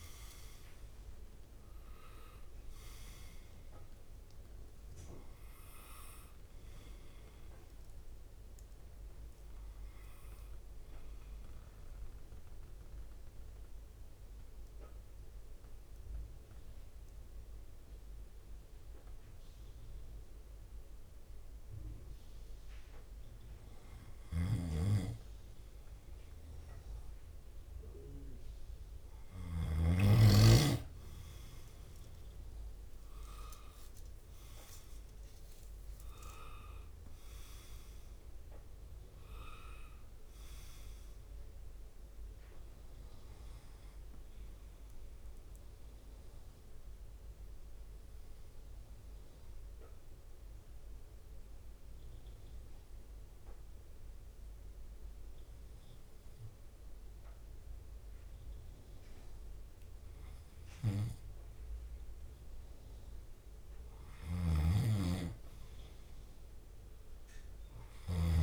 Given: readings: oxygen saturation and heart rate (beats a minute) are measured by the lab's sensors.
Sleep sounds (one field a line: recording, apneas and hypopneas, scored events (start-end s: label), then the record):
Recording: breathing in sleep by a room microphone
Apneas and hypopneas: 2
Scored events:
0.00-12.00 s: drop in pulse transit time (device-marked, heart rate 59 extreme)
9.00-26.50 s: obstructive apnea (oxygen 98% before, 95% lowest, heart rate 61 before, 53 extreme, up 7 after)
31.00-35.00 s: arousal
34.00-47.00 s: drop in pulse transit time (device-marked, heart rate 56 before, 55 extreme)
44.00-63.50 s: obstructive apnea (oxygen 98% before, 95% lowest, heart rate 59 before, 53 extreme, up 9 after)
65.00-68.43 s: arousal
From the record:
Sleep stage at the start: N2 (light sleep)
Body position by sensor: on the back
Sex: male